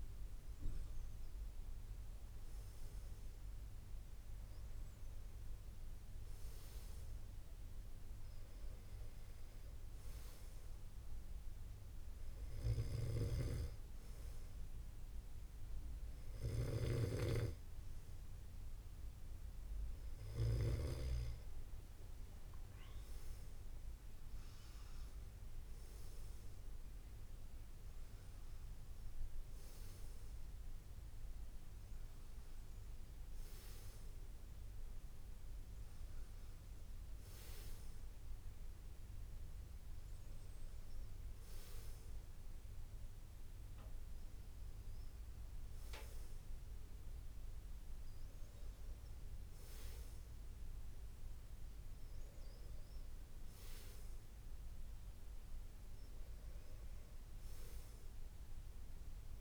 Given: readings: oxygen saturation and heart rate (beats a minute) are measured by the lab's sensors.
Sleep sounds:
breathing in sleep by a room microphone; 1
0.50-3.50 s: arousal
11.50-22.50 s: hypopnea (oxygen 95% before, 93% lowest, heart rate 86 before, 83 extreme, up 9 after)
16.00-20.50 s: snoring (device-marked)
24.50-27.50 s: arousal
From the record:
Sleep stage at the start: N2 (light sleep); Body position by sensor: on the back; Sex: male

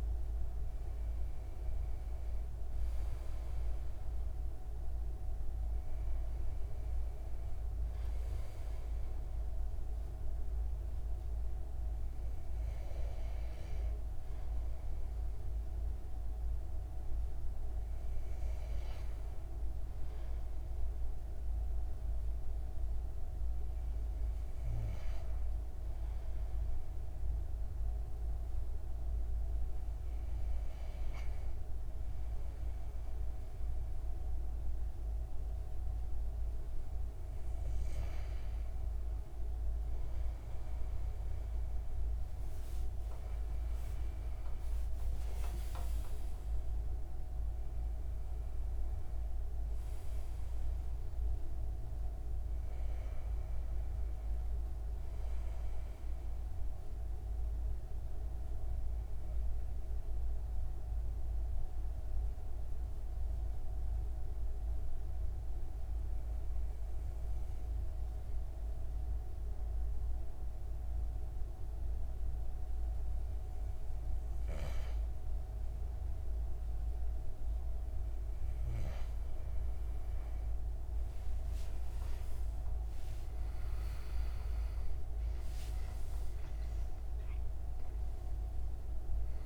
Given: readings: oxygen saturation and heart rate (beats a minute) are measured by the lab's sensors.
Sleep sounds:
breathing in sleep, hard to hear, by a room microphone; 2
27.50-38.50 s: hypopnea (oxygen 98% before, 93% lowest, heart rate 170 before, 89 extreme)
28.50-89.46 s: new sleep stage, N2 (light sleep)
43.50-47.50 s: arousal
57.50-74.50 s: obstructive apnea (oxygen 97% before, 93% lowest, heart rate 123 before, 64 extreme)
81.50-86.50 s: arousal
82.50-89.46 s: oxygen desaturation (device-marked, oxygen 97% before, 93% lowest, heart rate 110 before, 49 extreme)
From the record:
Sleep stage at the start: N1 (lightest sleep); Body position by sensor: on the back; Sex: male

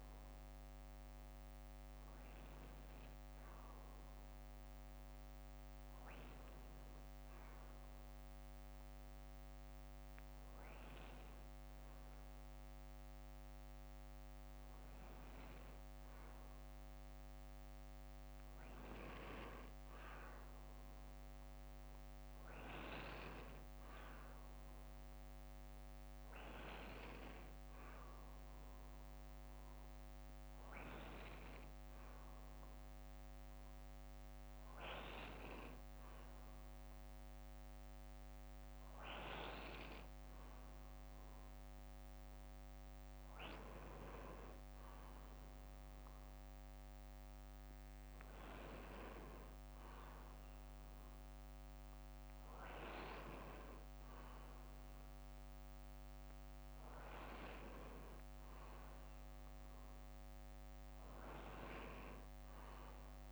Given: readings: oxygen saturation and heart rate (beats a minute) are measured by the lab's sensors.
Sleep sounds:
a person awake in a sleep study, by a microphone on the trachea; none
15.00-17.00 s: bradycardia (device-marked, heart rate 42 before, 50 extreme)
58.00-60.00 s: bradycardia (device-marked, heart rate 56 before, 62 extreme)
From the record:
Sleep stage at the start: awake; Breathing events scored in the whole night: 241 in 4.6 hours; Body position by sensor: on the back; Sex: male

